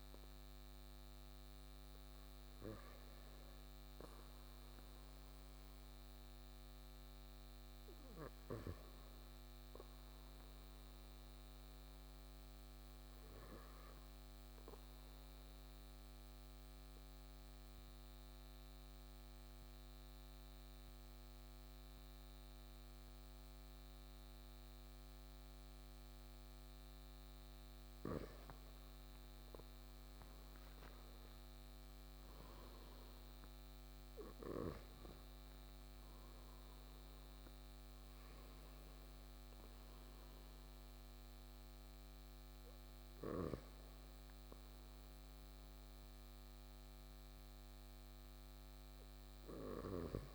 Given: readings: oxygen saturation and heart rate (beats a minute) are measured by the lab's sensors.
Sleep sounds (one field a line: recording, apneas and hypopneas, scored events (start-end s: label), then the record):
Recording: breathing in sleep, hard to hear, by a microphone on the trachea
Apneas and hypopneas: 1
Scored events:
15.00-27.00 s: obstructive apnea (oxygen 98% before, 94% lowest, heart rate 54 before, 54 extreme, up 7 after)
29.50-33.50 s: arousal
From the record:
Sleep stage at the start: N2 (light sleep)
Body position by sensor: on the back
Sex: male